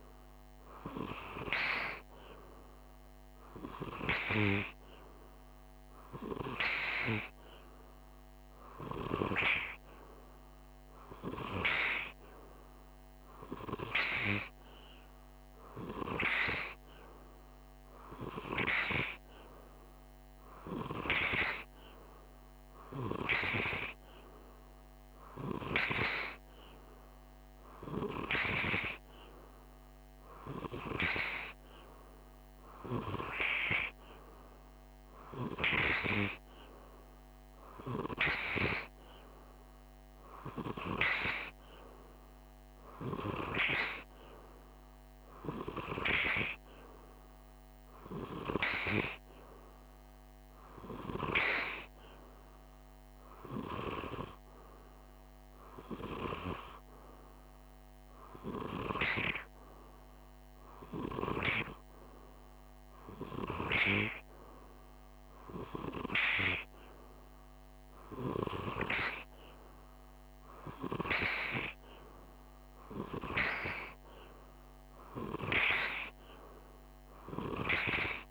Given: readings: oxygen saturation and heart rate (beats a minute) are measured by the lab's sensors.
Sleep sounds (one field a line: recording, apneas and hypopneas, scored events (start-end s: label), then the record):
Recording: breathing in sleep by a microphone on the trachea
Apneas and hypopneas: none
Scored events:
none scored
From the record:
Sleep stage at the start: N2 (light sleep)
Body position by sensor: on the right side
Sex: male